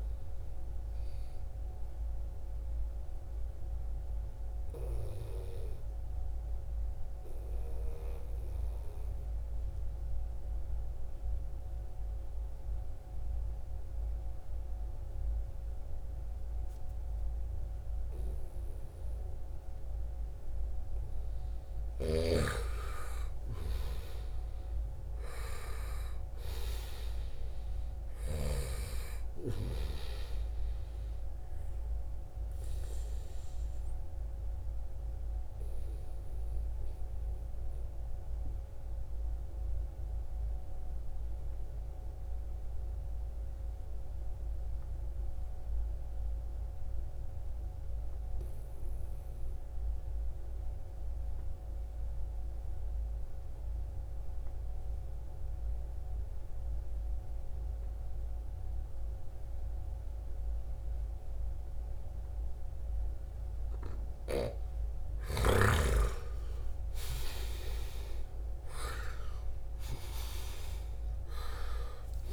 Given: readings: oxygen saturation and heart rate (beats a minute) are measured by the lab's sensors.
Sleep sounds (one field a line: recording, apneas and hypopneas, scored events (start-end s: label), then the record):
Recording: breathing in sleep by a room microphone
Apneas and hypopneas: 2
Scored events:
0.00-6.00 s: oxygen desaturation (device-marked, oxygen 91% lowest, heart rate 69 extreme)
1.50-20.50 s: obstructive apnea (oxygen 96% before, 89% lowest, heart rate 78 before, 67 extreme, up 4 after)
21.00-27.50 s: snoring (device-marked)
21.50-26.00 s: arousal
24.00-43.00 s: oxygen desaturation (device-marked, oxygen 98% before, 92% lowest, heart rate 71 before, 63 extreme)
33.50-62.50 s: obstructive apnea (oxygen 98% before, 89% lowest, heart rate 72 before, 63 extreme, up 12 after)
61.00-72.33 s: oxygen desaturation (device-marked, oxygen 96% before, 89% lowest, heart rate 66 before, 66 extreme)
64.50-70.50 s: arousal
From the record:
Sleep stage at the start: N2 (light sleep)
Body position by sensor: on the right side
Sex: male